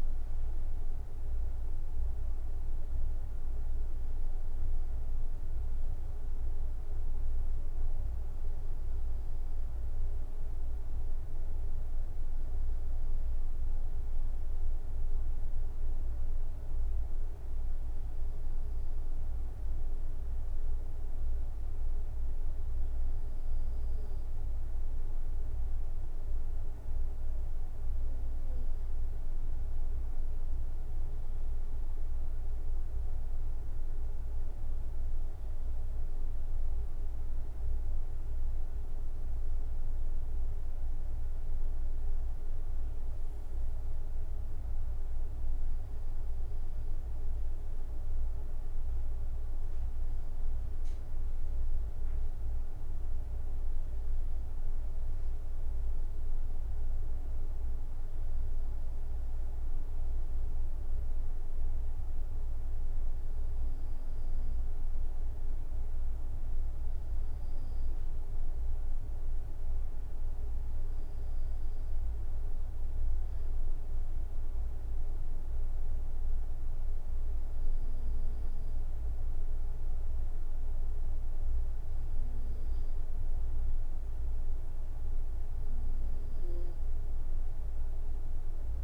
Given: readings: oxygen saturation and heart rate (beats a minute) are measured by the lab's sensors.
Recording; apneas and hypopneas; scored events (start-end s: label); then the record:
breathing in sleep, hard to hear, by a room microphone; 2
16.50-27.50 s: obstructive apnea (oxygen 95% before, 94% lowest, heart rate 73 before, 72 extreme, up 3 after)
30.50-34.50 s: arousal
59.00-62.50 s: arousal
66.00-68.00 s: long interval between heartbeats (device-marked, heart rate 72 before, 72 extreme)
66.00-81.00 s: hypopnea (oxygen 95% before, 94% lowest, heart rate 72 before, 66 extreme, up 5 after)
From the record:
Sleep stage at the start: N2 (light sleep); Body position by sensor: on the right side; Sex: male